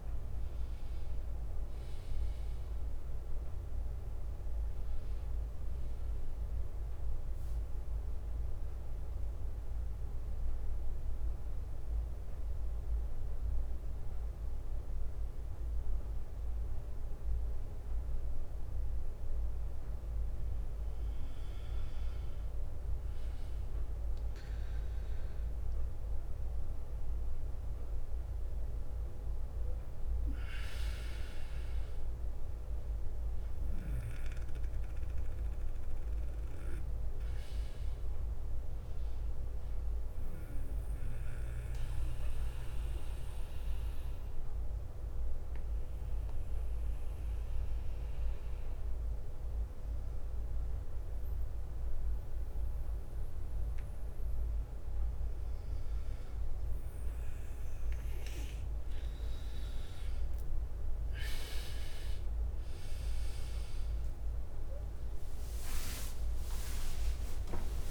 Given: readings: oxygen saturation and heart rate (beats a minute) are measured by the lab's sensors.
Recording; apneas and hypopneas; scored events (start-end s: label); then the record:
a person partly awake in a sleep study, hard to hear, by a room microphone; 2
0.00-9.00 s: drop in pulse transit time (device-marked, heart rate 60 extreme)
0.00-23.00 s: oxygen desaturation (device-marked, oxygen 91% lowest, heart rate 54 extreme)
6.00-19.50 s: central apnea (oxygen 98% before, 90% lowest, heart rate 71 before, 55 extreme, up 7 after)
6.00-22.00 s: bradycardia (device-marked, heart rate 65 before, 55 extreme)
23.00-27.50 s: arousal
32.00-58.00 s: bradycardia (device-marked, heart rate 65 before, 54 extreme)
34.00-47.00 s: oxygen desaturation (device-marked, oxygen 99% before, 92% lowest, heart rate 58 before, 54 extreme)
41.00-58.00 s: obstructive apnea (oxygen 99% before, 90% lowest, heart rate 59 before, 55 extreme, up 13 after)
50.00-67.91 s: new sleep stage, awake
62.00-67.91 s: oxygen desaturation (device-marked, oxygen 97% before, 93% lowest, heart rate 56 before, 71 extreme)
64.00-67.91 s: leg movement (device-marked)
65.00-67.91 s: tachycardia (device-marked, heart rate 65 before, 120 extreme)
66.50-67.91 s: long interval between heartbeats (device-marked, heart rate 57 before, 77 extreme)
From the record:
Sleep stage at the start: N2 (light sleep); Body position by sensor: on the back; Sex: male